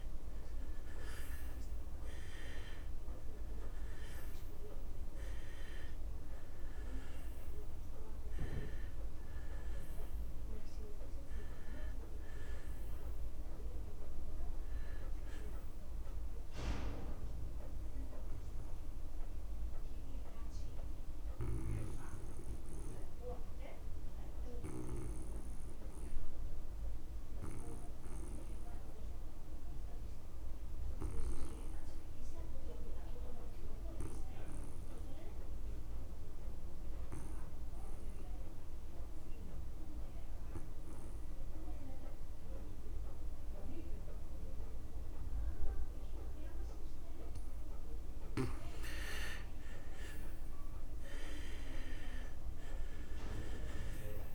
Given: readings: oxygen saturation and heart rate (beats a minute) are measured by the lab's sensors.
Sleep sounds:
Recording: breathing in sleep by a room microphone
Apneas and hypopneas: 1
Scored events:
0.00-2.00 s: arousal
0.00-35.00 s: oxygen desaturation (device-marked, oxygen 76% lowest)
19.00-48.50 s: obstructive apnea (oxygen 90% before, 76% lowest)
43.00-54.35 s: oxygen desaturation (device-marked, oxygen 100% before, 80% lowest)
51.00-54.00 s: arousal
From the record:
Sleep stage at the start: N2 (light sleep)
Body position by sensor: on the back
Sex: male

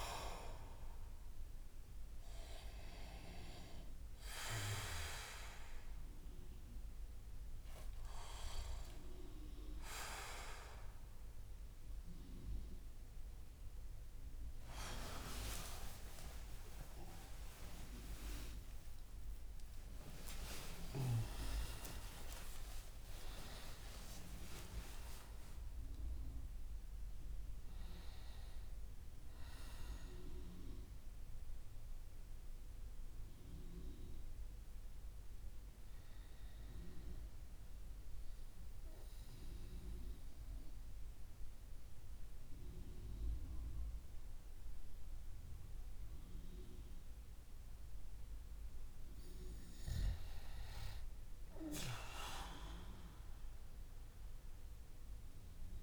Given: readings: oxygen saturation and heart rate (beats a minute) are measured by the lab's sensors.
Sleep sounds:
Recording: breathing in sleep by a room microphone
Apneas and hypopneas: 1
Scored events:
0.00-5.00 s: oxygen desaturation (device-marked, oxygen 77% lowest)
11.00-41.00 s: new sleep stage, N1 (lightest sleep)
15.00-22.00 s: arousal
39.00-49.00 s: central apnea (oxygen 100% before, 95% lowest)
41.00-55.82 s: new sleep stage, N2 (light sleep)
50.50-55.00 s: arousal
From the record:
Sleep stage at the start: REM sleep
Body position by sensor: on the back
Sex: male

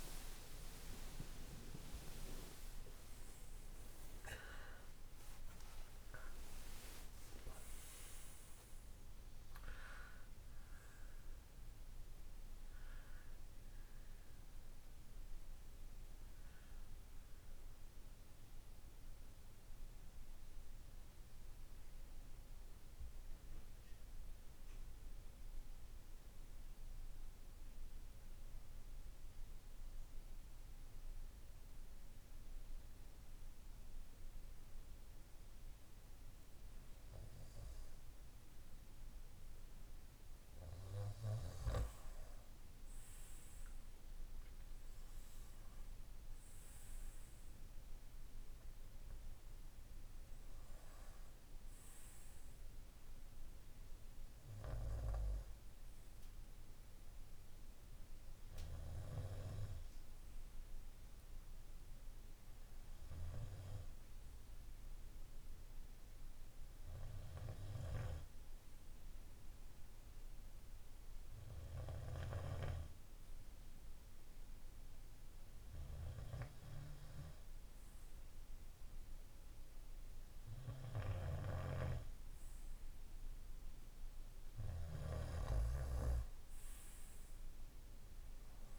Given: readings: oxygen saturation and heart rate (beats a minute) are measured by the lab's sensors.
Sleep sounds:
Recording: breathing in sleep by a room microphone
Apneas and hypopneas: 1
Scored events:
0.00-3.00 s: tachycardia (device-marked, heart rate 136 extreme)
0.00-3.50 s: arousal
0.50-2.50 s: long interval between heartbeats (device-marked, heart rate 62 before, 122 extreme)
21.50-36.00 s: hypopnea (oxygen 98% before, 94% lowest, heart rate 86 before, 54 extreme, up 4 after)
43.00-48.50 s: arousal
65.00-76.00 s: oxygen desaturation (device-marked, oxygen 97% before, 94% lowest, heart rate 59 before, 55 extreme)
81.00-85.00 s: snoring (device-marked)
From the record:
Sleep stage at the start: N2 (light sleep)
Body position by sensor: on the right side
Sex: male

